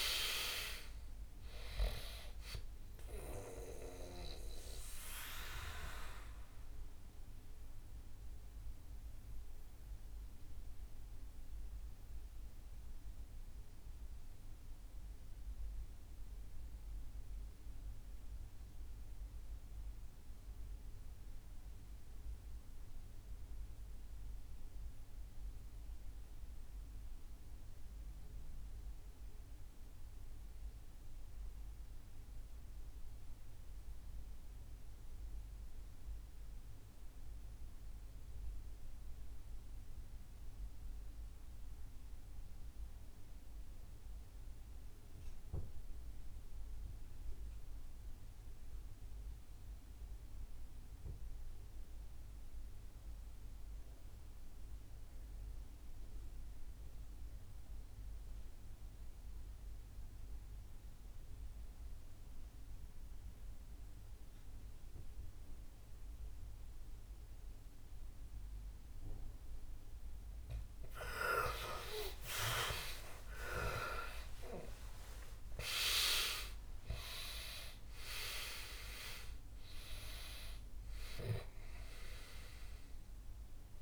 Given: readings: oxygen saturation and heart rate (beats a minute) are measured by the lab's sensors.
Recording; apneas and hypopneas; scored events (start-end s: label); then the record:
breathing in sleep by a room microphone; 1
0.00-22.50 s: oxygen desaturation (device-marked, oxygen 81% lowest, heart rate 50 extreme)
5.00-70.00 s: mixed apnea (oxygen 96% before, 77% lowest, heart rate 67 before, 50 extreme, up 30 after)
38.50-82.50 s: oxygen desaturation (device-marked, oxygen 98% before, 81% lowest, heart rate 61 before, 50 extreme)
71.50-76.00 s: arousal
From the record:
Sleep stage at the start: REM sleep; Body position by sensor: on the back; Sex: male